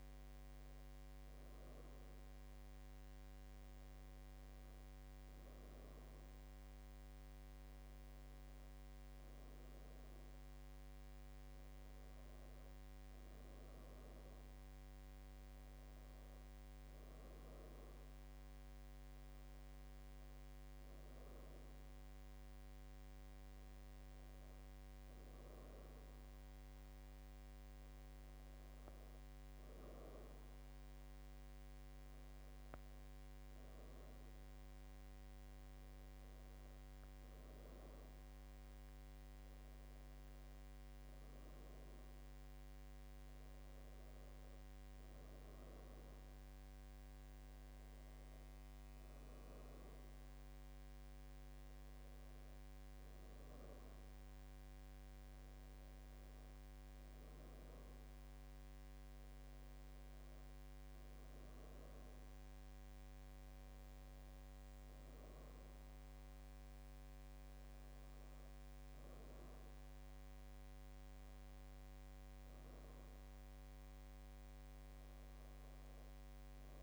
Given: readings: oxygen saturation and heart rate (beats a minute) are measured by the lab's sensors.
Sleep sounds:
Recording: breathing in sleep, hard to hear, by a microphone on the trachea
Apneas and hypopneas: none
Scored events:
none scored
From the record:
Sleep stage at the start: N2 (light sleep)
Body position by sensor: on the back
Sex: female

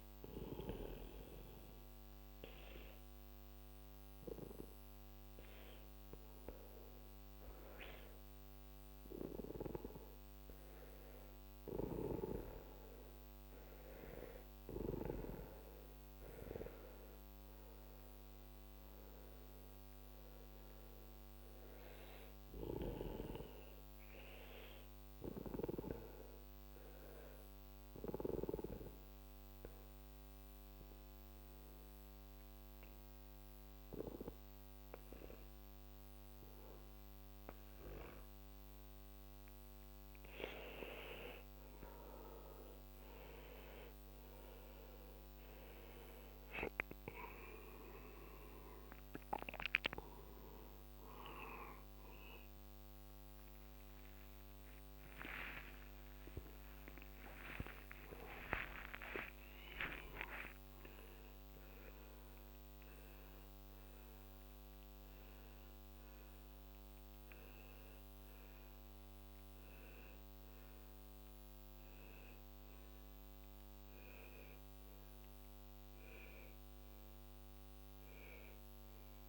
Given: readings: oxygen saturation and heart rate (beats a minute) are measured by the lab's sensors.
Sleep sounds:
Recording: breathing in sleep by a microphone on the trachea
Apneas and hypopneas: 2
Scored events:
0.00-8.00 s: oxygen desaturation (device-marked, oxygen 91% lowest, heart rate 50 extreme)
1.50-14.50 s: obstructive apnea (oxygen 96% before, 90% lowest, heart rate 55 before, 51 extreme, up 10 after)
17.00-20.50 s: arousal
26.50-39.00 s: obstructive apnea (oxygen 95% before, 90% lowest, heart rate 55 before, 51 extreme, up 11 after)
46.00-68.00 s: oxygen desaturation (device-marked, oxygen 95% before, 90% lowest, heart rate 54 before, 51 extreme)
54.50-60.00 s: arousal
From the record:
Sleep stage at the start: N2 (light sleep)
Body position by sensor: on the back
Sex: male

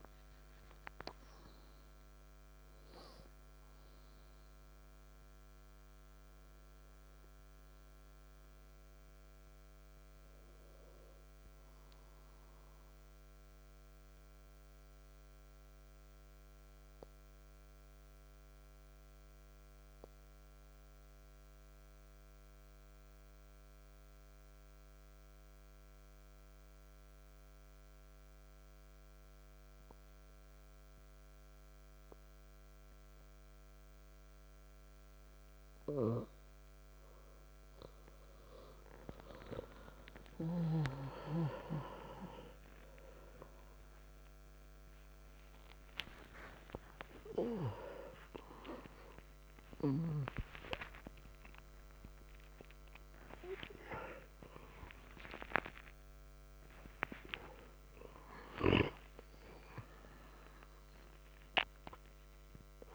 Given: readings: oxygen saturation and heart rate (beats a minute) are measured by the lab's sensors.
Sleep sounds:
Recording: a person partly awake in a sleep study, by a microphone on the trachea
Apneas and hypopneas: 1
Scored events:
0.00-3.00 s: arousal
11.50-35.00 s: mixed apnea (oxygen 96% before, 92% lowest, heart rate 65 before, 59 extreme, up 15 after)
36.00-62.95 s: new sleep stage, awake
46.00-62.95 s: oxygen desaturation (device-marked, oxygen 96% before, 92% lowest, heart rate 68 before, 64 extreme)
From the record:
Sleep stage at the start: N2 (light sleep)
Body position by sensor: on the back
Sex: male

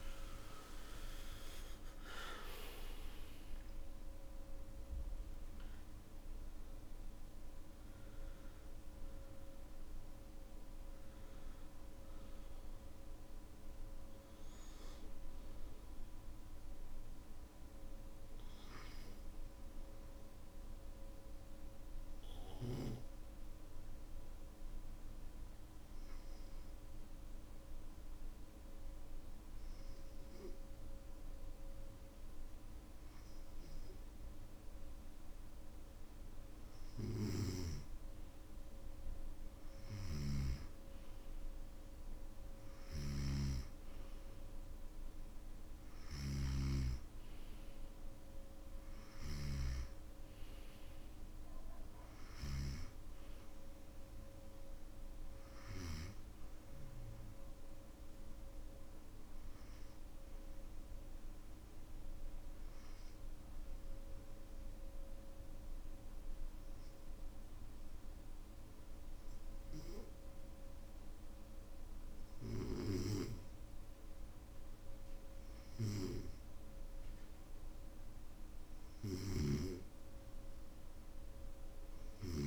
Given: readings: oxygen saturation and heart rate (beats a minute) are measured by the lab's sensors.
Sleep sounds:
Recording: breathing in sleep by a room microphone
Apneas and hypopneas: 2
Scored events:
21.50-36.00 s: hypopnea (oxygen 95% before, 94% lowest, heart rate 58 before, 50 extreme, up 7 after)
42.50-46.50 s: snoring (device-marked)
43.50-57.50 s: oxygen desaturation (device-marked, oxygen 98% before, 94% lowest, heart rate 56 before, 50 extreme)
60.50-78.00 s: hypopnea (oxygen 99% before, 94% lowest, heart rate 58 before, 52 extreme, up 4 after)
60.50-82.47 s: new sleep stage, N2 (light sleep)
79.00-82.47 s: snoring (device-marked)
From the record:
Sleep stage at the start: N3 (deep sleep)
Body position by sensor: on the back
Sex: male

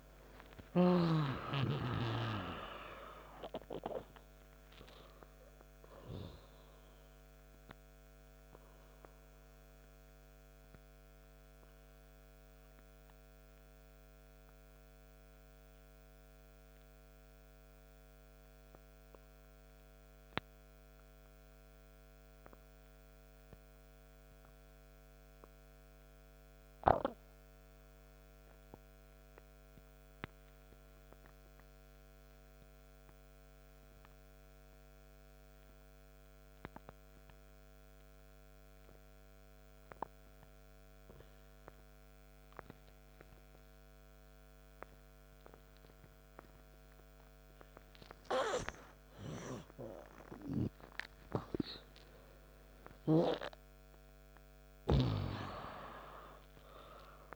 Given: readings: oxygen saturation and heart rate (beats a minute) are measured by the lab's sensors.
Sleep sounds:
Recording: breathing in sleep by a microphone on the trachea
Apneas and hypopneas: 1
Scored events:
0.00-1.50 s: arousal
0.00-1.50 s: snoring (device-marked)
10.00-46.50 s: obstructive apnea (oxygen 99% before, 84% lowest, heart rate 66 before, 53 extreme, up 8 after)
10.50-32.50 s: oxygen desaturation (device-marked, oxygen 97% before, 87% lowest, heart rate 67 before, 53 extreme)
48.50-52.50 s: arousal
From the record:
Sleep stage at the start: N2 (light sleep)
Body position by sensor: on the right side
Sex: male

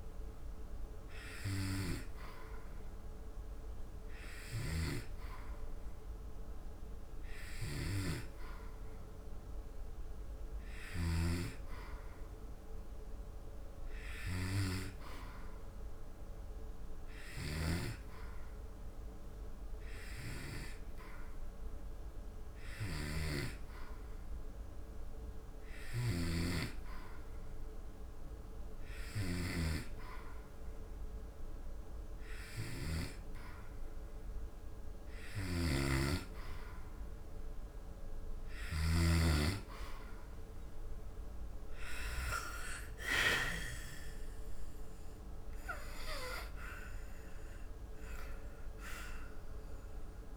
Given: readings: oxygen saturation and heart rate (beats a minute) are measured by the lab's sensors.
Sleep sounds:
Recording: breathing in sleep by a room microphone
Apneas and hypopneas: 1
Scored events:
14.00-17.50 s: arousal
20.50-36.50 s: hypopnea (oxygen 94% before, 87% lowest, heart rate 76 before, 72 extreme, up 3 after)
35.50-50.37 s: oxygen desaturation (device-marked, oxygen 93% before, 90% lowest, heart rate 74 before, 73 extreme)
41.00-44.00 s: arousal
From the record:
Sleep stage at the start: N2 (light sleep)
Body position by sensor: on the back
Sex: male

